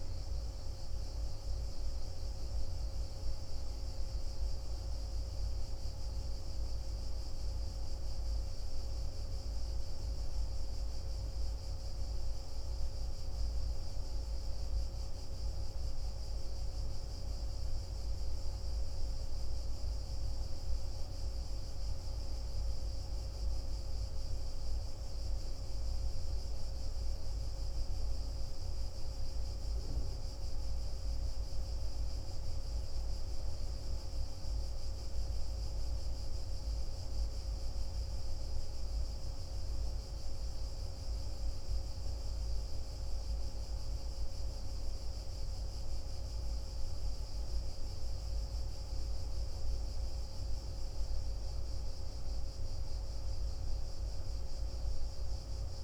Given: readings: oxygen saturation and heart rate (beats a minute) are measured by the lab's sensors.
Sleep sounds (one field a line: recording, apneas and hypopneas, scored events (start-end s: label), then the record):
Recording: breathing in sleep, hard to hear, by a room microphone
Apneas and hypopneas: none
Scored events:
none scored
From the record:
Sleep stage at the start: N1 (lightest sleep)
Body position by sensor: on the back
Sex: male